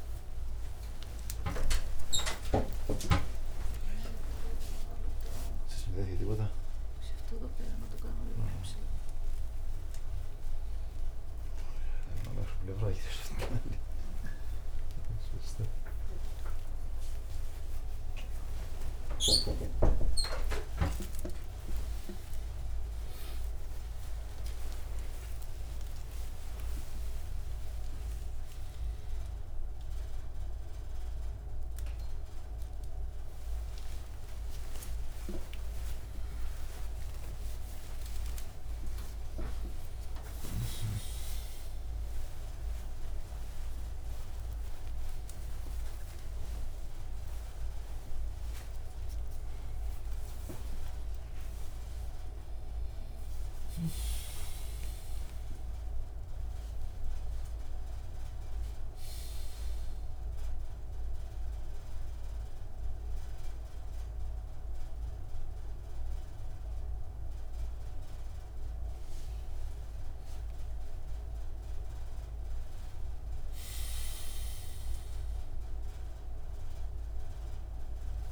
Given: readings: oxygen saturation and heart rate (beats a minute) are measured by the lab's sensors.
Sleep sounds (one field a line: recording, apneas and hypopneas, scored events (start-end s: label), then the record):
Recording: a person awake in a sleep study, by a room microphone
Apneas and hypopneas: none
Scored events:
none scored
From the record:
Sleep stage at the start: awake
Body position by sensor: on the left side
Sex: male